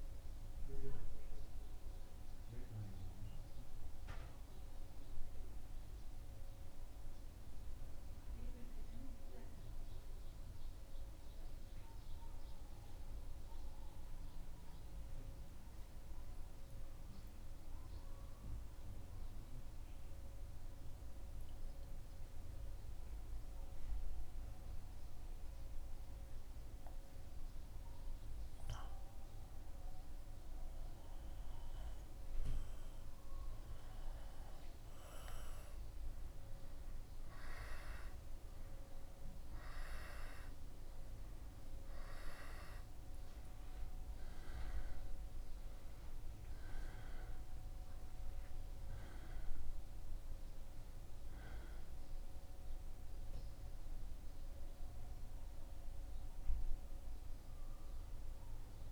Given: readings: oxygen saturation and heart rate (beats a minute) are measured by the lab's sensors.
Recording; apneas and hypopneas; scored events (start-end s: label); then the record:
breathing in sleep by a room microphone; 1
0.50-29.50 s: mixed apnea (oxygen 95% before, 94% lowest, heart rate 76 before, 74 extreme, up 1 after)
33.00-37.00 s: arousal
From the record:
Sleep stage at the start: N2 (light sleep); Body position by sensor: on the back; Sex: male